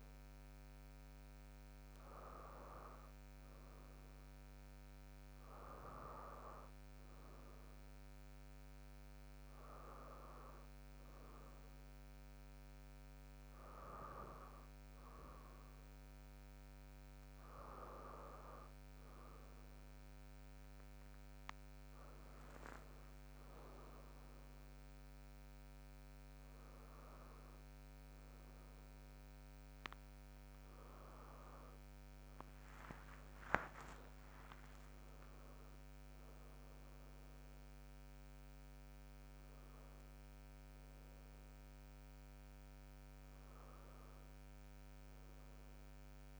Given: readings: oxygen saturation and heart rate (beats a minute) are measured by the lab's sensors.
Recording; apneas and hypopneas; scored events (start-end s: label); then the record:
a person awake in a sleep study, by a microphone on the trachea; none
7.00-9.00 s: long interval between heartbeats (device-marked, heart rate 75 before, 70 extreme)
12.00-14.00 s: long interval between heartbeats (device-marked, heart rate 66 before, 80 extreme)
16.00-18.00 s: long interval between heartbeats (device-marked, heart rate 68 before, 88 extreme)
26.50-28.50 s: long interval between heartbeats (device-marked, heart rate 74 before, 80 extreme)
31.00-33.00 s: long interval between heartbeats (device-marked, heart rate 76 before, 88 extreme)
33.50-46.40 s: new sleep stage, N2 (light sleep)
34.00-36.00 s: long interval between heartbeats (device-marked, heart rate 78 before, 96 extreme)
42.00-44.00 s: long interval between heartbeats (device-marked, heart rate 84 before, 87 extreme)
From the record:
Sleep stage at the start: awake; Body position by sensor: on the right side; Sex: female